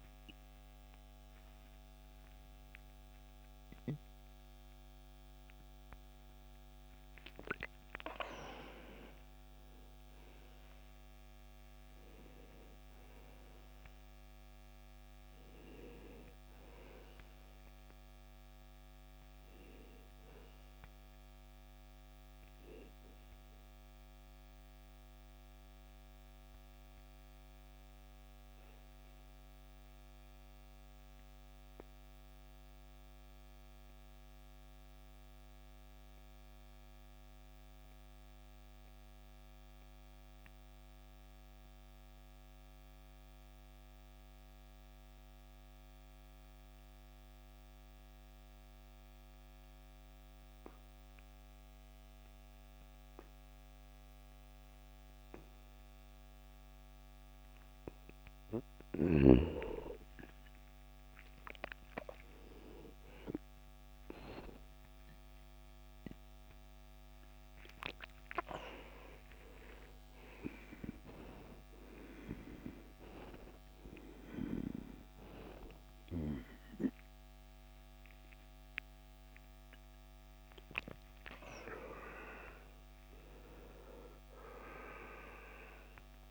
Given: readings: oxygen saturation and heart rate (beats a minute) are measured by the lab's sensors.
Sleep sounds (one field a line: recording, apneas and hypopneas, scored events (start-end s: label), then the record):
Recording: breathing in sleep by a microphone on the trachea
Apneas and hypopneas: 1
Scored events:
0.00-37.50 s: oxygen desaturation (device-marked, oxygen 82% lowest, heart rate 45 extreme)
2.00-6.50 s: arousal
23.50-58.00 s: obstructive apnea (oxygen 95% before, 82% lowest, heart rate 80 before, 45 extreme, up 24 after)
60.00-65.00 s: arousal
64.50-79.50 s: oxygen desaturation (device-marked, oxygen 96% before, 91% lowest, heart rate 59 before, 68 extreme)
From the record:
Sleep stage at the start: N2 (light sleep)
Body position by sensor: on the back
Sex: male